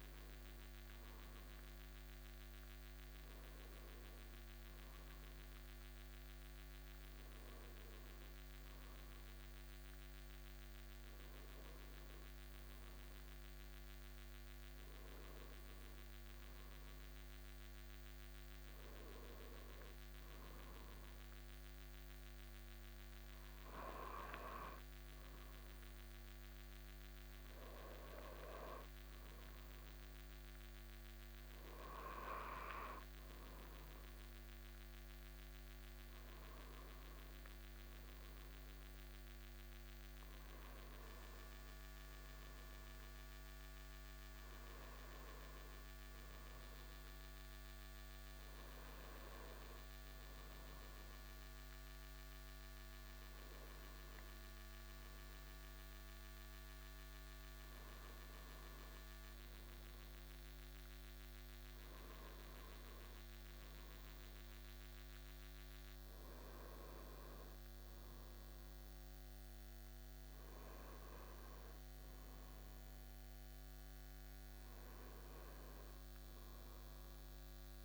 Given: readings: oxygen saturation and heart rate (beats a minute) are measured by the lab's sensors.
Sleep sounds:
a person partly awake in a sleep study, hard to hear, by a microphone on the trachea; none
4.50-77.85 s: new sleep stage, N2 (light sleep)
From the record:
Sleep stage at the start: awake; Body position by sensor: on the right side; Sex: male

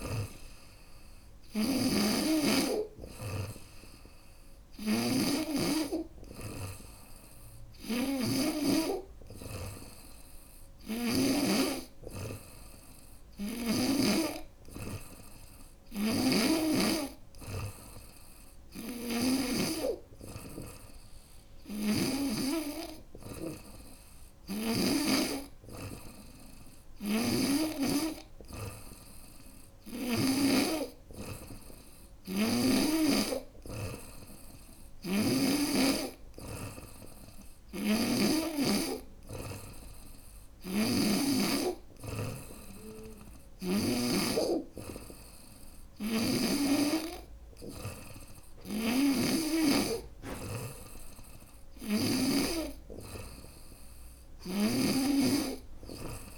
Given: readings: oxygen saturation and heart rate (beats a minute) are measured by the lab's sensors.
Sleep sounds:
breathing in sleep by a room microphone; none
0.50-8.00 s: snoring (device-marked)
10.00-13.50 s: snoring (device-marked)
15.50-19.00 s: snoring (device-marked)
21.00-24.50 s: snoring (device-marked)
34.00-40.50 s: snoring (device-marked)
45.00-51.50 s: snoring (device-marked)
From the record:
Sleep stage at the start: N3 (deep sleep); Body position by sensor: on the front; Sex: female

